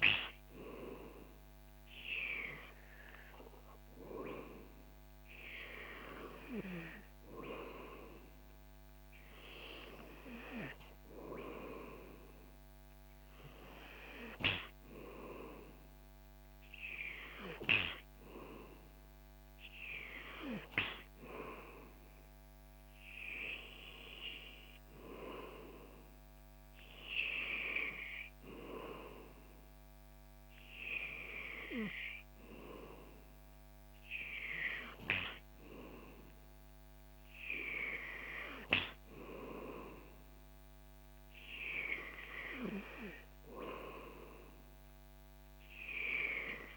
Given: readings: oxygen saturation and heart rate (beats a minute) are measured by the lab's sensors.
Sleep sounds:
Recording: breathing in sleep by a microphone on the trachea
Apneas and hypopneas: none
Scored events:
none scored
From the record:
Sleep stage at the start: N2 (light sleep)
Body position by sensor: on the back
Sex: male

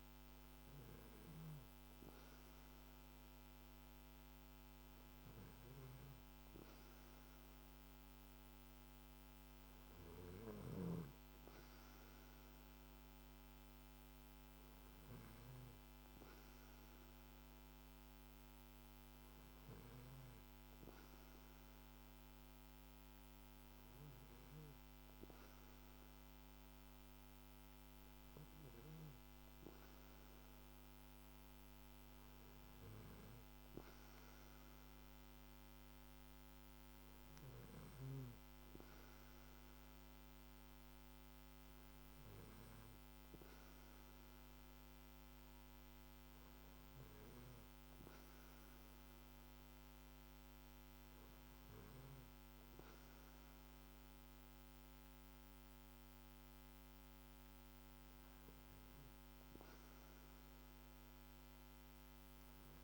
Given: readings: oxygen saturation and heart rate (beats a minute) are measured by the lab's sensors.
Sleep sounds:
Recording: breathing in sleep, hard to hear, by a microphone on the trachea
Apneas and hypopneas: none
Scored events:
none scored
From the record:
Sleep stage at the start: N2 (light sleep)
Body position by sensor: on the back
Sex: male

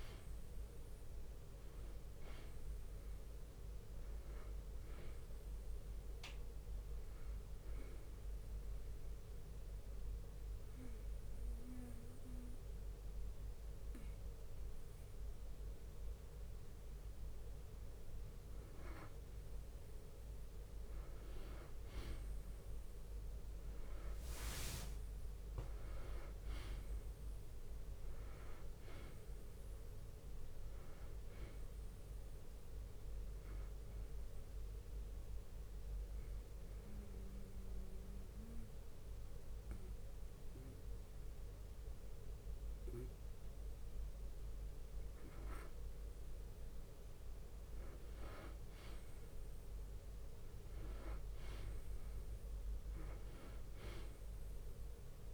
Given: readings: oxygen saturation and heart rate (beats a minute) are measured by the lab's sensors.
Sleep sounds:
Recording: breathing in sleep by a room microphone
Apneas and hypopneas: 2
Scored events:
1.00-4.00 s: bradycardia (device-marked, heart rate 67 before, 54 extreme)
2.00-20.00 s: oxygen desaturation (device-marked, oxygen 95% before, 92% lowest, heart rate 56 before, 48 extreme)
7.50-17.50 s: obstructive apnea (oxygen 96% before, 92% lowest, heart rate 55 before, 54 extreme, up 1 after)
9.00-24.00 s: bradycardia (device-marked, heart rate 67 before, 54 extreme)
23.50-27.50 s: arousal
34.00-45.00 s: obstructive apnea (oxygen 97% before, 92% lowest, heart rate 59 before, 48 extreme, up 33 after)
34.00-47.00 s: bradycardia (device-marked, heart rate 66 before, 48 extreme)
50.00-54.50 s: arousal
50.50-52.50 s: long interval between heartbeats (device-marked, heart rate 57 before, 78 extreme)
53.00-55.00 s: long interval between heartbeats (device-marked, heart rate 59 before, 76 extreme)
54.00-55.34 s: oxygen desaturation (device-marked, oxygen 96% before, 92% lowest, heart rate 60 before, 61 extreme)
From the record:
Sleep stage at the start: N2 (light sleep)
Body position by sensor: on the back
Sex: male

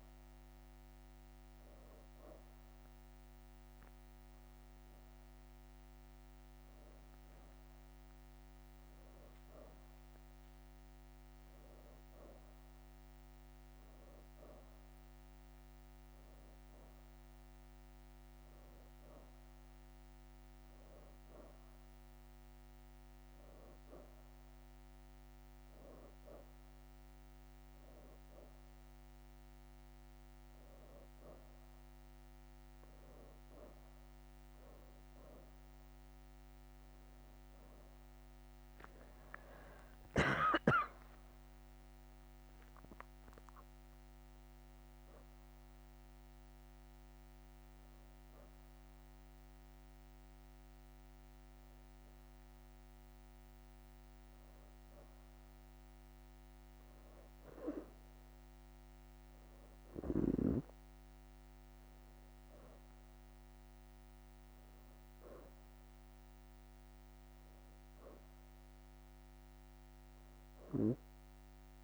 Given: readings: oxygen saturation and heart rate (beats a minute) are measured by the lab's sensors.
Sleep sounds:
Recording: breathing in sleep by a microphone on the trachea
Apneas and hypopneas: 1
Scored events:
0.00-1.00 s: arousal
0.00-10.00 s: oxygen desaturation (device-marked, oxygen 88% lowest, heart rate 82 extreme)
6.00-7.00 s: leg movement (device-marked)
17.50-20.50 s: leg movement (device-marked)
37.00-41.00 s: arousal
39.50-42.00 s: leg movement (device-marked)
43.50-54.50 s: hypopnea (oxygen 92% before, 89% lowest, heart rate 94 before, 83 extreme, up 0 after)
57.50-62.50 s: arousal
66.00-71.84 s: oxygen desaturation (device-marked, oxygen 96% before, 92% lowest, heart rate 85 before, 84 extreme)
From the record:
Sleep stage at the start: N2 (light sleep)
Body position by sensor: on the back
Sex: female

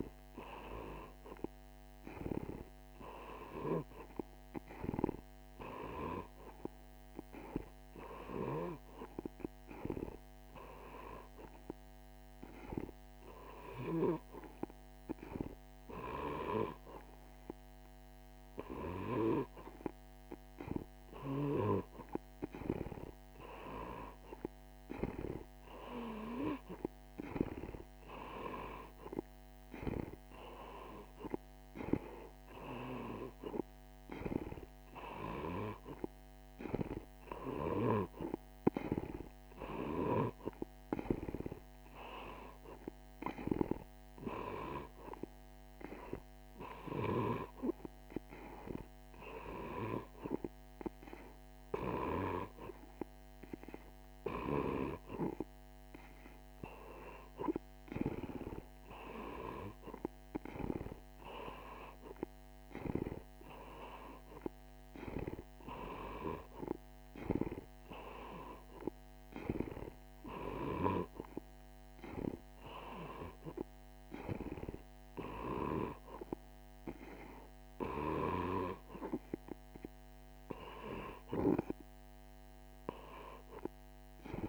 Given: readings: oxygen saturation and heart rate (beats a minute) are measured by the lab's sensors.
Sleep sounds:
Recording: breathing in sleep by a microphone on the trachea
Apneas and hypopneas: none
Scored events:
25.50-30.00 s: arousal
From the record:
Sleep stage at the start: N2 (light sleep)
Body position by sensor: on the right side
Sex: male

